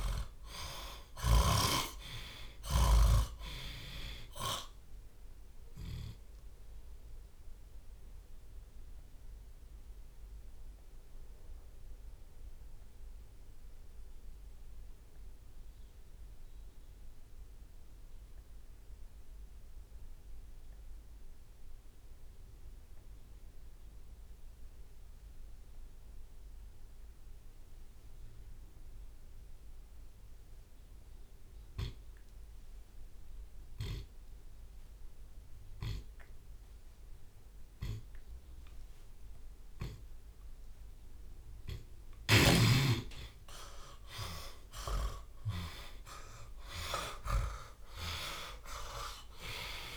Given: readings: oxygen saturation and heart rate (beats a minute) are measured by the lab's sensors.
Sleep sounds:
breathing in sleep by a room microphone; 1
0.00-1.50 s: snoring (device-marked)
0.00-16.00 s: drop in pulse transit time (device-marked, heart rate 57 extreme)
8.50-39.00 s: hypopnea (oxygen 98% before, 74% lowest, heart rate 50 before, 28 extreme, up 31 after)
14.50-16.50 s: long interval between heartbeats (device-marked, heart rate 62 before, 57 extreme)
19.00-35.00 s: oxygen desaturation (device-marked, oxygen 96% before, 74% lowest, heart rate 65 before, 28 extreme)
21.50-23.50 s: long interval between heartbeats (device-marked, heart rate 62 before, 42 extreme)
26.00-28.00 s: long interval between heartbeats (device-marked, heart rate 54 before, 49 extreme)
31.00-33.00 s: drop in pulse transit time (device-marked, heart rate 47 before, 28 extreme)
35.50-37.50 s: long interval between heartbeats (device-marked, heart rate 41 before, 32 extreme)
38.50-40.50 s: long interval between heartbeats (device-marked, heart rate 39 before, 39 extreme)
42.00-47.50 s: snoring (device-marked)
42.50-48.00 s: arousal
46.00-49.96 s: drop in pulse transit time (device-marked, heart rate 38 before, 59 extreme)
47.00-49.96 s: tachycardia (device-marked, heart rate 51 before, 88 extreme)
From the record:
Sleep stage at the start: N2 (light sleep); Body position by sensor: on the back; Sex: male

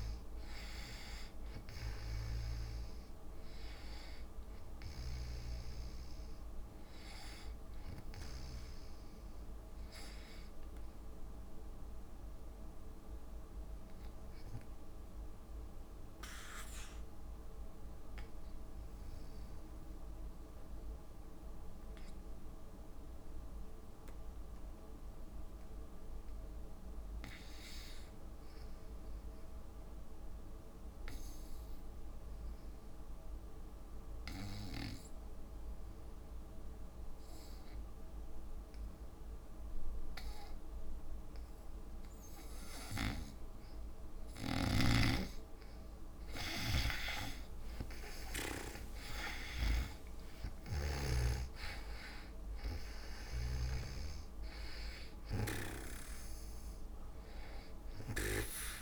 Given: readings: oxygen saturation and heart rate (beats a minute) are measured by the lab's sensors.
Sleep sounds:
breathing in sleep by a room microphone; 1
0.00-17.00 s: oxygen desaturation (device-marked, oxygen 74% lowest, heart rate 55 extreme)
13.50-43.00 s: obstructive apnea (oxygen 97% before, 77% lowest, heart rate 66 before, 56 extreme, up 10 after)
37.00-58.81 s: oxygen desaturation (device-marked, oxygen 98% before, 80% lowest, heart rate 58 before, 56 extreme)
43.00-54.00 s: snoring (device-marked)
45.50-50.00 s: arousal
From the record:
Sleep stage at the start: N2 (light sleep); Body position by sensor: on the back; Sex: female

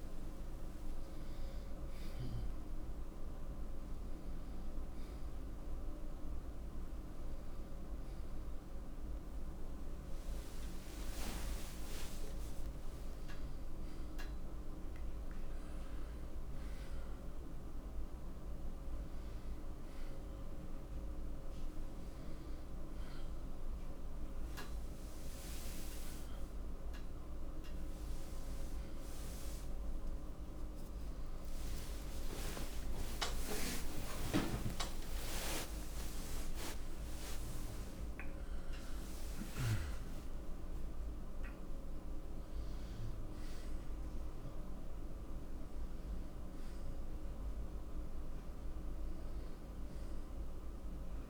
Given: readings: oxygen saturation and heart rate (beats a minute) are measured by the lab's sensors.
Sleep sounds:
a person awake in a sleep study, by a room microphone; none
7.50-17.50 s: oxygen desaturation (device-marked, oxygen 93% before, 90% lowest, heart rate 104 before, 82 extreme)
From the record:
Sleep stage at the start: awake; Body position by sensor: on the right side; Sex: male

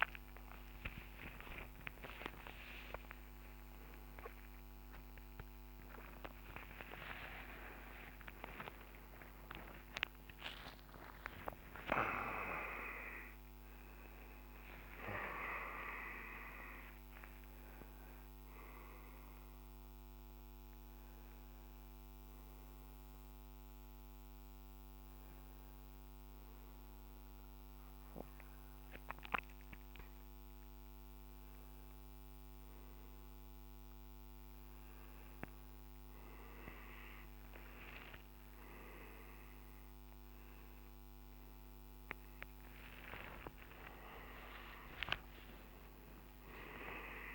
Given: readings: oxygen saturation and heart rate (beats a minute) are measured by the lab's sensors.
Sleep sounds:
a person awake in a sleep study, by a microphone on the trachea; none
4.50-6.50 s: long interval between heartbeats (device-marked, heart rate 69 before, 94 extreme)
37.50-47.35 s: oxygen desaturation (device-marked, oxygen 98% before, 93% lowest, heart rate 69 before, 57 extreme)
From the record:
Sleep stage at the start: awake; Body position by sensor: on the back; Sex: male

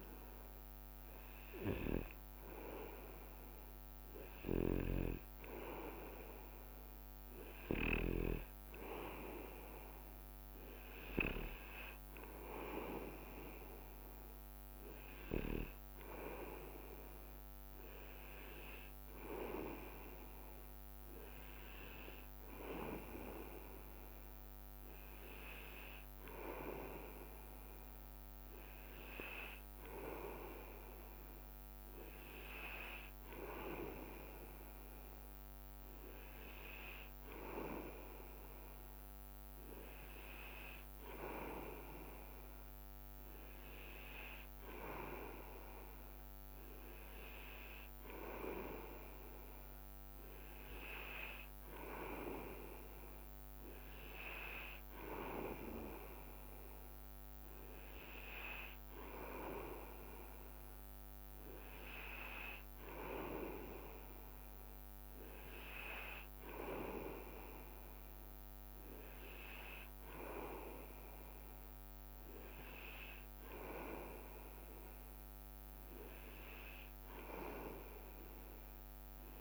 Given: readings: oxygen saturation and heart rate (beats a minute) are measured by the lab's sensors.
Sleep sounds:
breathing in sleep by a microphone on the trachea; none
11.50-16.00 s: leg movement (device-marked)
23.50-26.00 s: leg movement (device-marked)
28.50-30.50 s: leg movement (device-marked)
33.00-43.00 s: leg movement (device-marked)
44.50-48.50 s: leg movement (device-marked)
73.00-75.50 s: leg movement (device-marked)
From the record:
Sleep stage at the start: N2 (light sleep); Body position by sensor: on the back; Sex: male

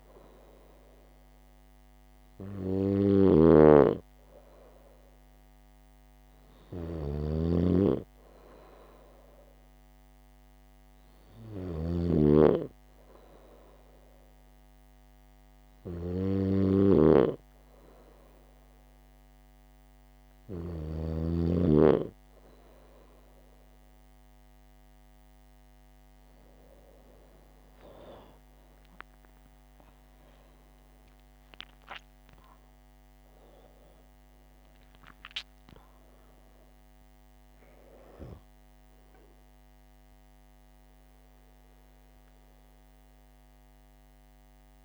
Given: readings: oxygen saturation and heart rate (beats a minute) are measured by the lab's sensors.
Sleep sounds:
breathing in sleep by a microphone on the trachea; none
0.00-21.00 s: snoring (device-marked)
31.50-37.00 s: arousal
From the record:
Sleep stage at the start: N2 (light sleep); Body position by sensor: on the back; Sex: female

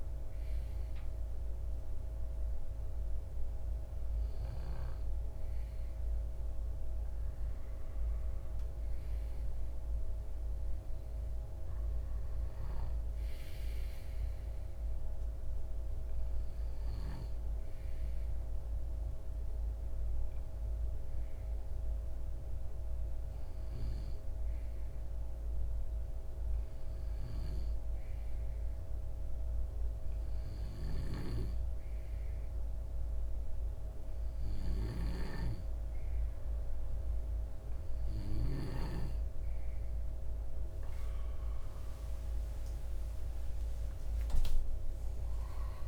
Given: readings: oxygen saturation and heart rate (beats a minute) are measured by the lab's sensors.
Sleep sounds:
breathing in sleep, hard to hear, by a room microphone; none
41.00-45.88 s: arousal
From the record:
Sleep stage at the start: N2 (light sleep); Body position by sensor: on the left side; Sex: male

